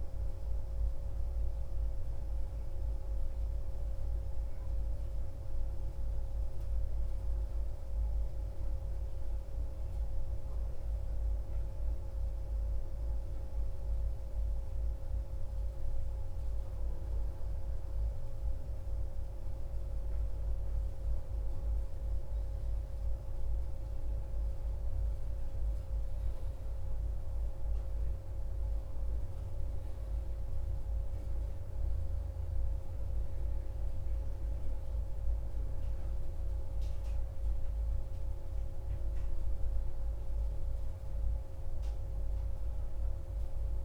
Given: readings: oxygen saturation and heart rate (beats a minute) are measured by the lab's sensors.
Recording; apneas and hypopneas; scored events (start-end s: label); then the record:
breathing in sleep, hard to hear, by a room microphone; none
none scored
From the record:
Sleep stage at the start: N1 (lightest sleep); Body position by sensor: on the back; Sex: male